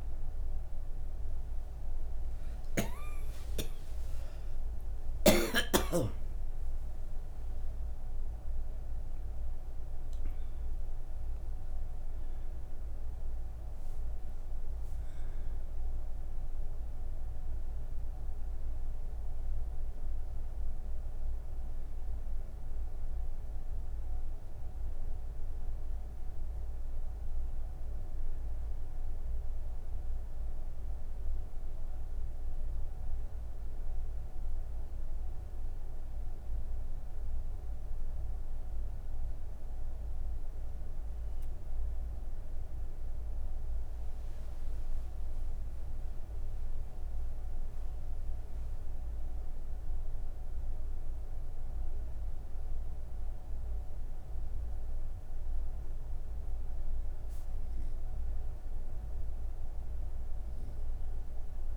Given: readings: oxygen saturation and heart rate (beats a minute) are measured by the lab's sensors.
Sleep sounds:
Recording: breathing in sleep, hard to hear, by a room microphone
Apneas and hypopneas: none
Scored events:
none scored
From the record:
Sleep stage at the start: N3 (deep sleep)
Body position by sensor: on the right side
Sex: female

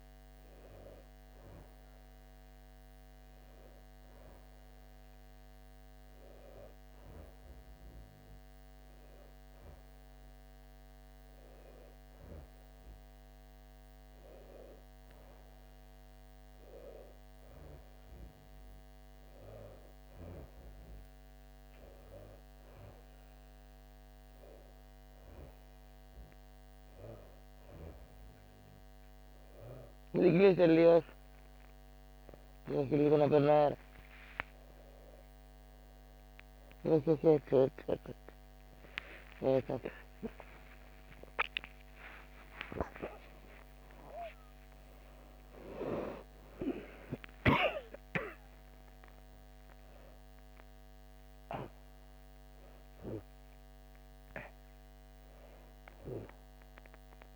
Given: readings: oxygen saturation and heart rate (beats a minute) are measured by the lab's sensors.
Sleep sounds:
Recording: a person awake in a sleep study, by a microphone on the trachea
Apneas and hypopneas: none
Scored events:
none scored
From the record:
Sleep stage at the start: awake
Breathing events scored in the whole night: 596 in 6.8 hours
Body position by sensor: on the back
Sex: female

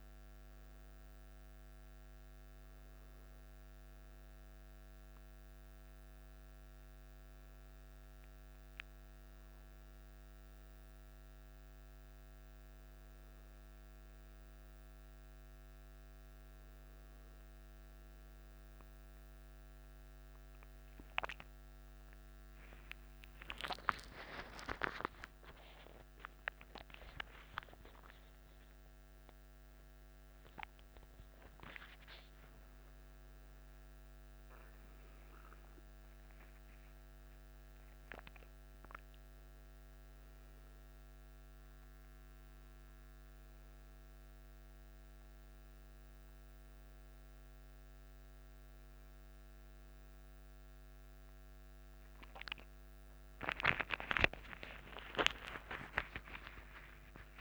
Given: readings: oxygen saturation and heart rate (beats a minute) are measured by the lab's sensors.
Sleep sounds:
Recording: a person awake in a sleep study, by a microphone on the trachea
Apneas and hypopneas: none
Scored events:
27.00-57.00 s: new sleep stage, awake
57.00-57.41 s: new sleep stage, N1 (lightest sleep)
From the record:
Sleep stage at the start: N1 (lightest sleep)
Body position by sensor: on the back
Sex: male

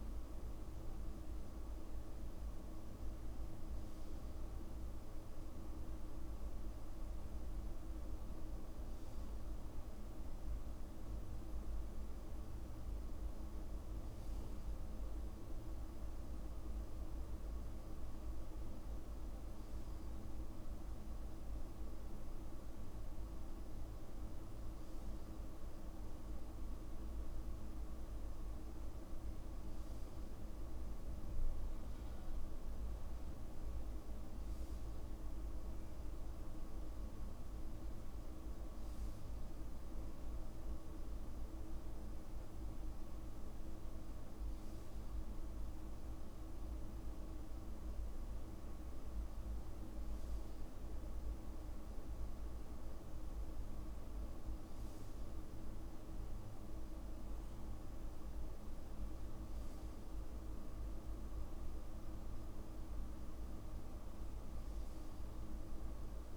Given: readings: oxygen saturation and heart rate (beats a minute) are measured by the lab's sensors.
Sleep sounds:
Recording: breathing in sleep, hard to hear, by a room microphone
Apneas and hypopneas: none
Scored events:
none scored
From the record:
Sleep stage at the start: N2 (light sleep)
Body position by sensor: on the back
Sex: male

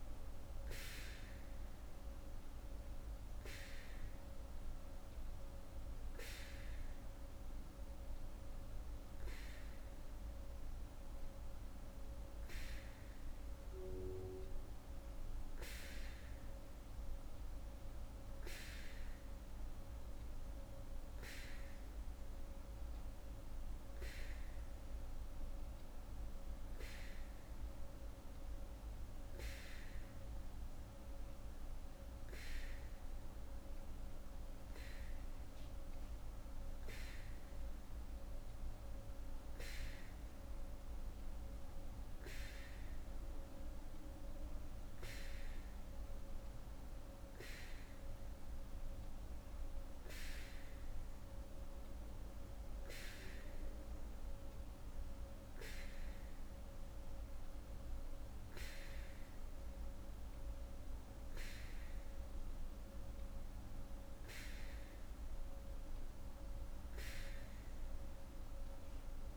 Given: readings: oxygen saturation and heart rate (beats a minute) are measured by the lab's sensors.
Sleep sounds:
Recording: breathing in sleep by a room microphone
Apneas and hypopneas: none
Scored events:
none scored
From the record:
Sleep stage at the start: N3 (deep sleep)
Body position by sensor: on the back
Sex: female

